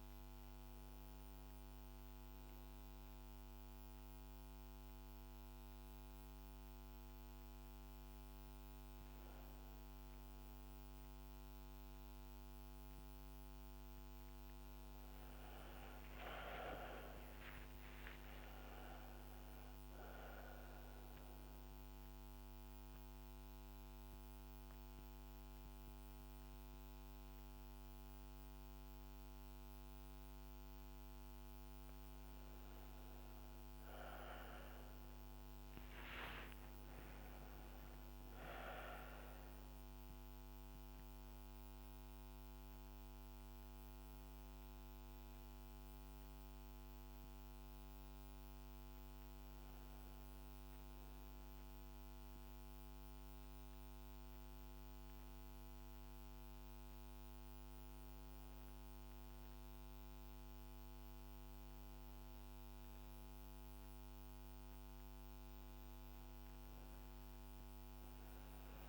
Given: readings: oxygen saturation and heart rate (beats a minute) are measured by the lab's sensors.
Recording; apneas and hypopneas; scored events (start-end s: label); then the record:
a person partly awake in a sleep study, hard to hear, by a microphone on the trachea; none
0.00-1.50 s: bradycardia (device-marked, heart rate 57 extreme)
5.50-9.50 s: bradycardia (device-marked, heart rate 77 before, 59 extreme)
28.50-68.89 s: new sleep stage, N1 (lightest sleep)
From the record:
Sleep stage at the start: awake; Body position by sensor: on the back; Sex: female